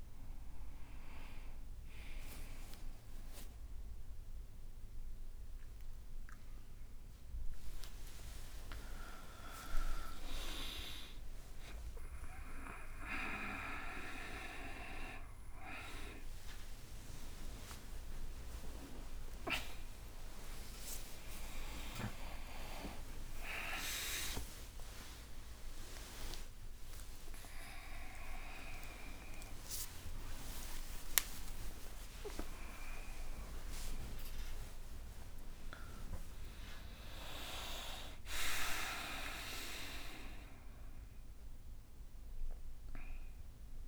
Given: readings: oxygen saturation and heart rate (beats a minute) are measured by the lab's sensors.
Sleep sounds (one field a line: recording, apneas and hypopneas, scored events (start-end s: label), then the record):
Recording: a person awake in a sleep study, by a room microphone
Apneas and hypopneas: none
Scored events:
8.00-10.00 s: long interval between heartbeats (device-marked, heart rate 69 before, 75 extreme)
11.50-13.50 s: long interval between heartbeats (device-marked, heart rate 69 before, 69 extreme)
18.00-20.00 s: long interval between heartbeats (device-marked, heart rate 67 before, 83 extreme)
20.00-35.00 s: tachycardia (device-marked, heart rate 68 before, 143 extreme)
23.50-25.50 s: long interval between heartbeats (device-marked, heart rate 73 before, 108 extreme)
27.00-29.00 s: long interval between heartbeats (device-marked, heart rate 82 before, 119 extreme)
31.00-33.00 s: long interval between heartbeats (device-marked, heart rate 93 before, 128 extreme)
33.00-35.00 s: long interval between heartbeats (device-marked, heart rate 99 before, 138 extreme)
37.00-39.00 s: long interval between heartbeats (device-marked, heart rate 114 before, 94 extreme)
From the record:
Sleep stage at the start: awake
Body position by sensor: on the right side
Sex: male